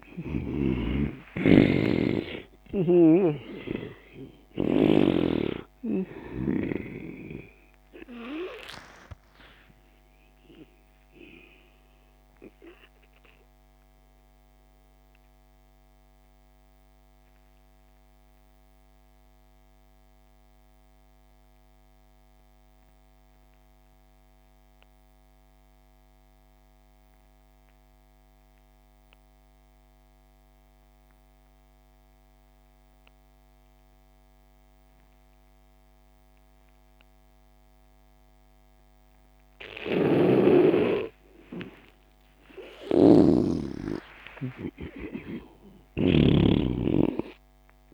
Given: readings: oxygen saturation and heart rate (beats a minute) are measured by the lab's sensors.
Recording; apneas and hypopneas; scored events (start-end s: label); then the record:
breathing in sleep by a microphone on the trachea; 1
0.00-22.50 s: oxygen desaturation (device-marked, oxygen 81% lowest)
1.00-4.50 s: snoring (device-marked)
8.50-40.50 s: obstructive apnea (oxygen 98% before, 78% lowest)
37.50-47.94 s: oxygen desaturation (device-marked, oxygen 98% before, 78% lowest)
41.50-45.50 s: arousal
42.00-45.50 s: snoring (device-marked)
From the record:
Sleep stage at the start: N2 (light sleep); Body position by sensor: on the back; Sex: male